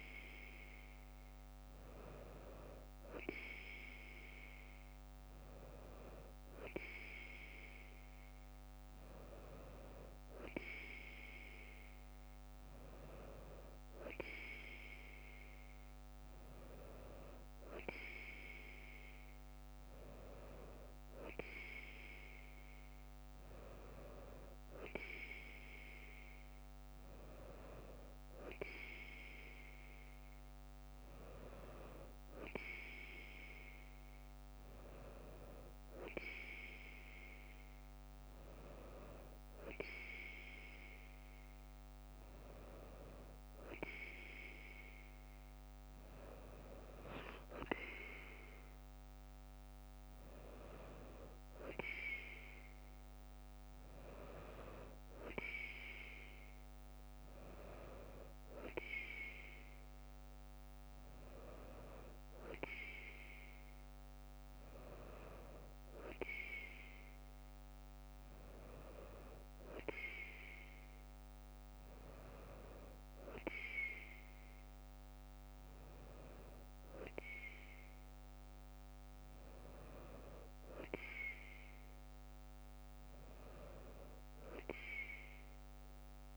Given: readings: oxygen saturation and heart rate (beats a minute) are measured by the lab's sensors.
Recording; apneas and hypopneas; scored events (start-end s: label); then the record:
breathing in sleep by a microphone on the trachea; none
none scored
From the record:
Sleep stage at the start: N2 (light sleep); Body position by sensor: on the right side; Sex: female